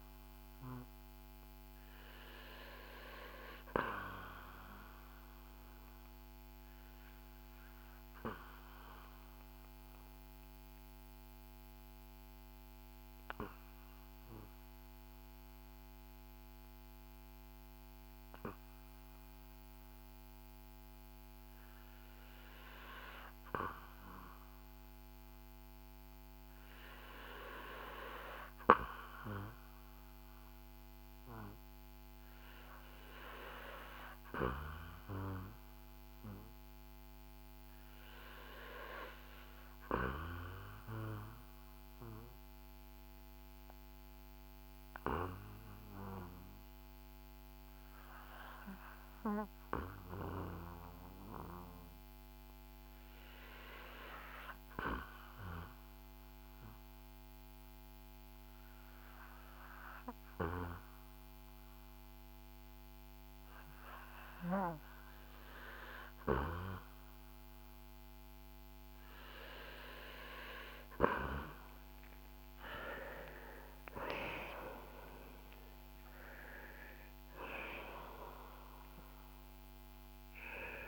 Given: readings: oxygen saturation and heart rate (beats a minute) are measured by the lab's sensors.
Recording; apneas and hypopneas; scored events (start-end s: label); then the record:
breathing in sleep by a microphone on the trachea; 2
0.00-27.00 s: oxygen desaturation (device-marked, oxygen 89% lowest, heart rate 50 extreme)
6.00-21.00 s: obstructive apnea (oxygen 98% before, 83% lowest, heart rate 54 before, 50 extreme, up 9 after)
29.00-34.00 s: arousal
40.00-58.00 s: oxygen desaturation (device-marked, oxygen 91% before, 85% lowest, heart rate 58 before, 57 extreme)
41.00-64.50 s: obstructive apnea (oxygen 91% before, 83% lowest, heart rate 58 before, 50 extreme, up 7 after)
71.00-76.00 s: arousal
73.00-80.88 s: oxygen desaturation (device-marked, oxygen 87% before, 83% lowest, heart rate 60 before, 50 extreme)
From the record:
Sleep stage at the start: REM sleep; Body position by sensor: on the back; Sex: male